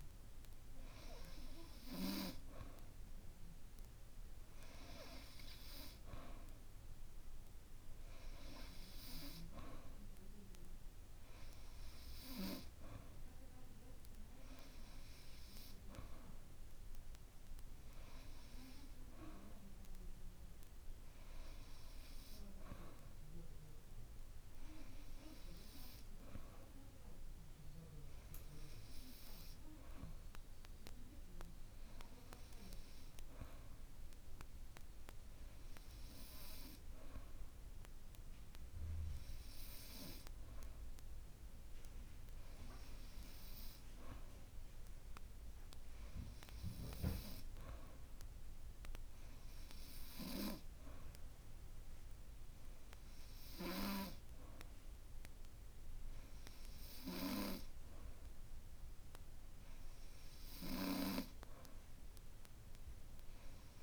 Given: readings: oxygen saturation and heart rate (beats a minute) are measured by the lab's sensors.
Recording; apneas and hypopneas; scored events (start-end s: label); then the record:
breathing in sleep by a room microphone; none
none scored
From the record:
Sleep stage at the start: N2 (light sleep); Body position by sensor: on the back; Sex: male